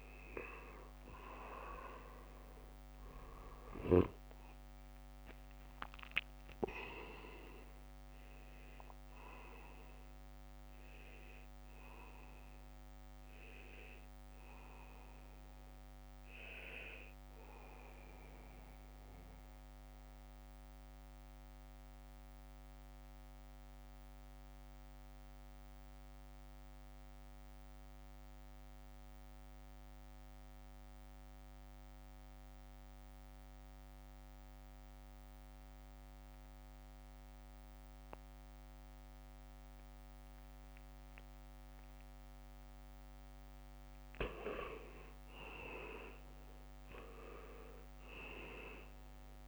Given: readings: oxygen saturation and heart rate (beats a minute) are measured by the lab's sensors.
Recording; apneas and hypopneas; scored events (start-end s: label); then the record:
breathing in sleep by a microphone on the trachea; 1
0.00-2.50 s: arousal
0.00-26.00 s: oxygen desaturation (device-marked, oxygen 81% lowest, heart rate 64 extreme)
18.50-42.50 s: mixed apnea (oxygen 99% before, 82% lowest, heart rate 72 before, 64 extreme)
40.00-49.48 s: oxygen desaturation (device-marked, oxygen 99% before, 83% lowest, heart rate 71 before, 64 extreme)
45.50-49.48 s: arousal
From the record:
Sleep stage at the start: N2 (light sleep); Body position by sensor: on the back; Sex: male